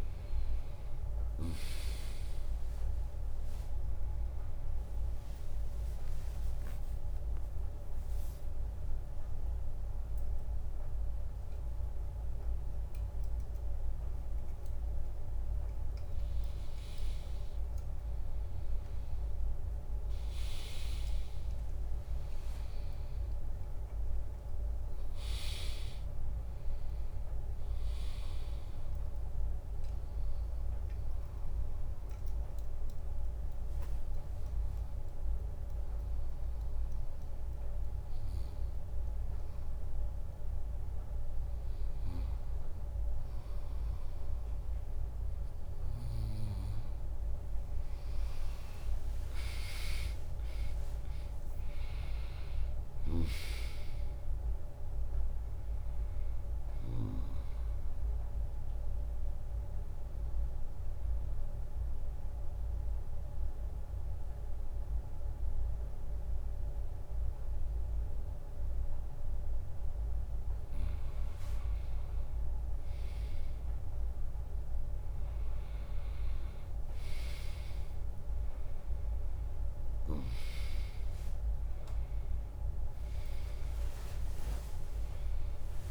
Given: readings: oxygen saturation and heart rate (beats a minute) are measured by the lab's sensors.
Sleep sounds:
a person partly awake in a sleep study, hard to hear, by a room microphone; 2
4.50-17.50 s: drop in pulse transit time (device-marked, heart rate 81 before, 84 extreme)
12.50-85.90 s: new sleep stage, N2 (light sleep)
28.50-41.00 s: obstructive apnea (oxygen 99% before, 97% lowest, heart rate 79 before, 69 extreme)
31.50-41.50 s: drop in pulse transit time (device-marked, heart rate 77 before, 80 extreme)
47.50-53.00 s: arousal
50.50-52.50 s: long interval between heartbeats (device-marked, heart rate 80 before, 81 extreme)
59.00-71.50 s: obstructive apnea (oxygen 99% before, 96% lowest, heart rate 82 before, 60 extreme)
72.50-77.00 s: arousal
82.50-85.90 s: drop in pulse transit time (device-marked, heart rate 71 before, 77 extreme)
From the record:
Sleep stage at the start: awake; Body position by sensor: on the right side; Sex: female

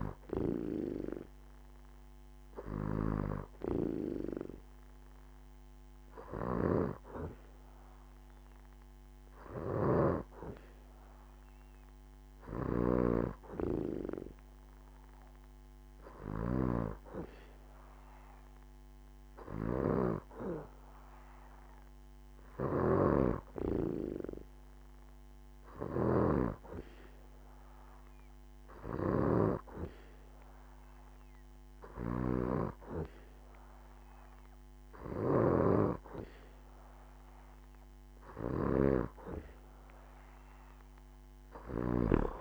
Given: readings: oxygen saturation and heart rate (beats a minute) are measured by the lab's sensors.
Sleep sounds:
breathing in sleep by a microphone on the trachea; none
none scored
From the record:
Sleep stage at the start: N2 (light sleep); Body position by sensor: on the back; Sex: female

